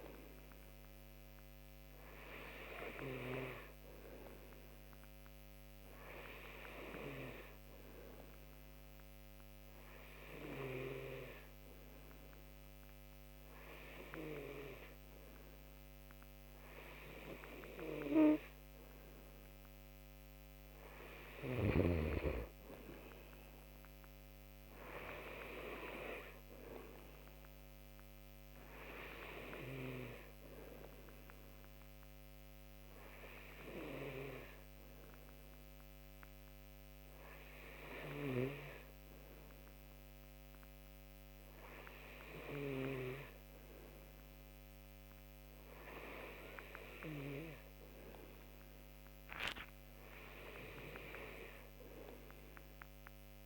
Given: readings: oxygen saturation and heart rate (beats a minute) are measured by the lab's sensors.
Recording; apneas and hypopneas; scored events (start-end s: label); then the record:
breathing in sleep by a microphone on the trachea; 1
0.00-17.00 s: oxygen desaturation (device-marked, oxygen 94% before, 90% lowest)
23.00-26.50 s: arousal
31.00-48.00 s: hypopnea (oxygen 92% before, 90% lowest)
49.50-53.46 s: arousal
From the record:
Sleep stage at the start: N2 (light sleep); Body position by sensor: on the right side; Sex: male